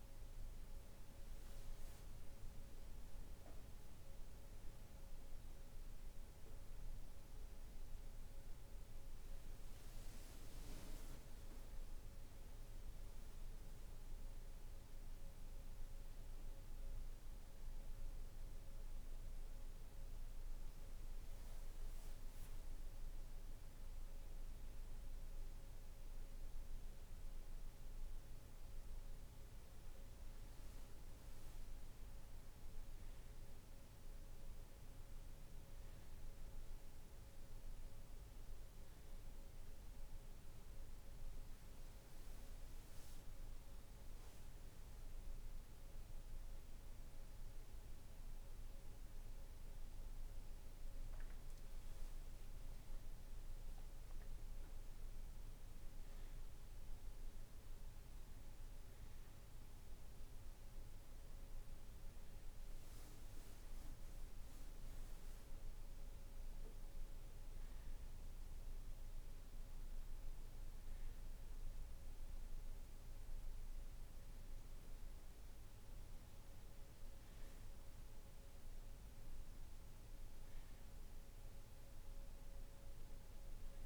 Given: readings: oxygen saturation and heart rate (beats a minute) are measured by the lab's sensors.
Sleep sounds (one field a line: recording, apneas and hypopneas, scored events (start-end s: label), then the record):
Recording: breathing in sleep, hard to hear, by a room microphone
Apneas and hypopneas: none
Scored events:
51.00-55.50 s: arousal
From the record:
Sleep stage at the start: N1 (lightest sleep)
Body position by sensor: on the back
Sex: male